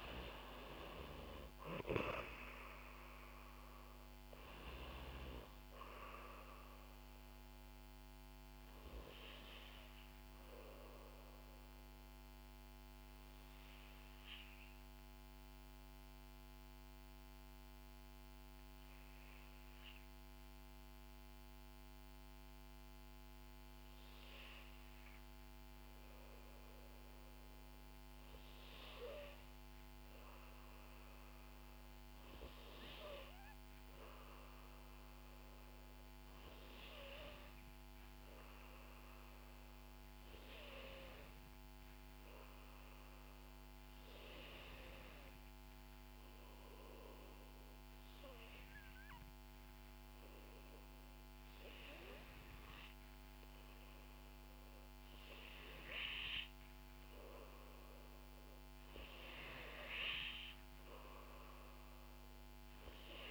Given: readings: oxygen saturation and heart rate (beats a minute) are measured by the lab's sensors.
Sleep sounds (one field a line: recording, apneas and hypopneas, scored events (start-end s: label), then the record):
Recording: breathing in sleep by a microphone on the trachea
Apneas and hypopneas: 2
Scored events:
0.00-5.50 s: oxygen desaturation (device-marked, oxygen 92% lowest, heart rate 54 extreme)
0.50-4.00 s: arousal
11.00-27.00 s: obstructive apnea (oxygen 96% before, 92% lowest, heart rate 60 before, 54 extreme, up 5 after)
29.00-32.50 s: arousal
43.00-57.00 s: hypopnea (oxygen 97% before, 92% lowest, heart rate 59 before, 59 extreme, up 1 after)
61.00-63.31 s: arousal
From the record:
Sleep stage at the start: N2 (light sleep)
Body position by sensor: on the back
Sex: female